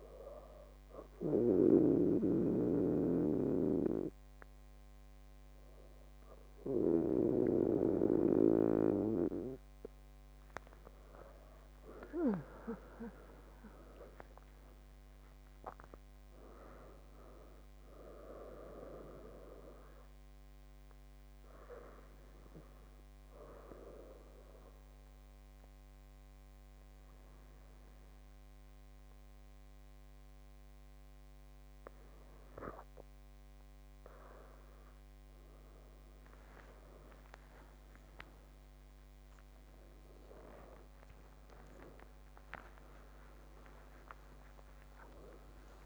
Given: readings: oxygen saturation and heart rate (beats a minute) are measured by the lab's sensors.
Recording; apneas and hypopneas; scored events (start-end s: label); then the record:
breathing in sleep by a microphone on the trachea; 1
12.50-17.50 s: arousal
23.50-33.50 s: obstructive apnea (oxygen 97% before, 95% lowest)
41.50-45.86 s: arousal
From the record:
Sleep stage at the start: N2 (light sleep); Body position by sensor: on the back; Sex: female